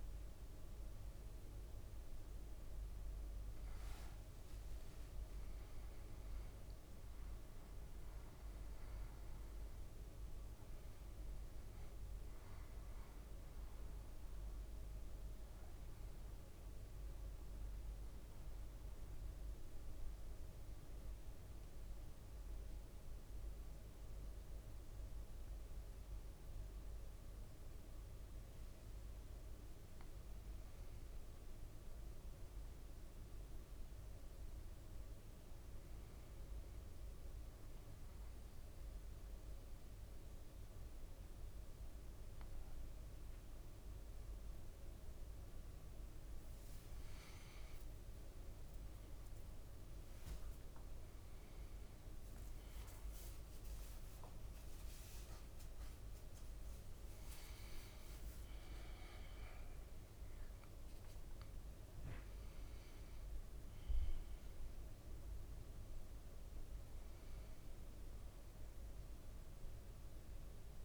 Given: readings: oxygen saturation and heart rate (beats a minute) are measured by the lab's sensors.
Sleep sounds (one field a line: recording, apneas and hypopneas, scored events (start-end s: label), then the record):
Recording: breathing in sleep, hard to hear, by a room microphone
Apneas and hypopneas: 1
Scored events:
3.00-5.50 s: leg movement (device-marked)
4.00-10.00 s: arousal
17.00-29.00 s: central apnea (oxygen 99% before, 96% lowest, heart rate 58 before, 55 extreme, up 4 after)
27.50-30.00 s: leg movement (device-marked)
32.00-37.50 s: arousal
46.50-48.00 s: leg movement (device-marked)
From the record:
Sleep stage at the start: N2 (light sleep)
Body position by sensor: on the back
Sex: male